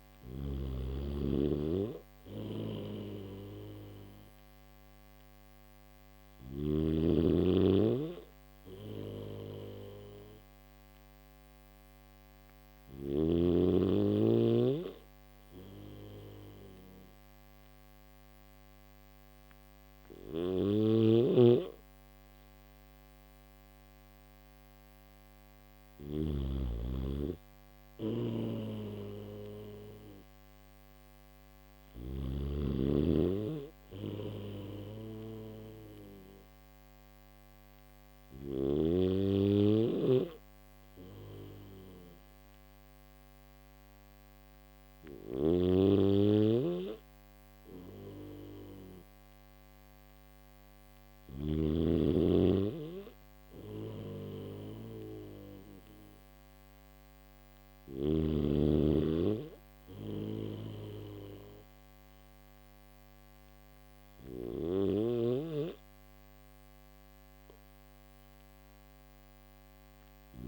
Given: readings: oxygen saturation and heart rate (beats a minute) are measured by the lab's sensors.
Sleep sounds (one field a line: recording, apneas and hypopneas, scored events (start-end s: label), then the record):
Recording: breathing in sleep by a microphone on the trachea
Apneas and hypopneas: none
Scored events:
0.00-6.00 s: snoring (device-marked)
19.50-31.50 s: snoring (device-marked)
44.50-51.00 s: snoring (device-marked)
63.50-70.00 s: snoring (device-marked)
From the record:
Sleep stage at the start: N3 (deep sleep)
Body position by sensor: on the back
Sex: male